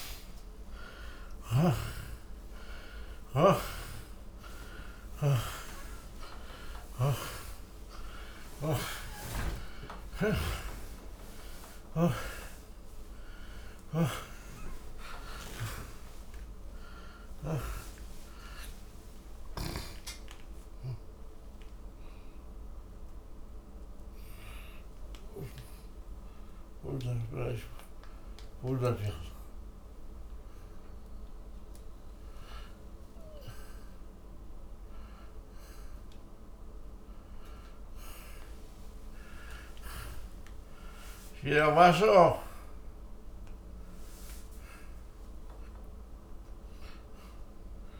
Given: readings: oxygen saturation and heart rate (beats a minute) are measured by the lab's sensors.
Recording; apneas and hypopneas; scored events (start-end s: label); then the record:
a person awake in a sleep study, by a room microphone; none
0.00-6.00 s: oxygen desaturation (device-marked, oxygen 82% lowest, heart rate 35 extreme)
0.00-12.00 s: snoring (device-marked)
7.00-47.99 s: new sleep stage, awake
12.00-33.00 s: oxygen desaturation (device-marked, oxygen 83% before, 75% lowest, heart rate 114 before, 87 extreme)
From the record:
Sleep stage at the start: N2 (light sleep); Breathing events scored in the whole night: 227 in 5.8 hours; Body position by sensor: on the back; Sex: male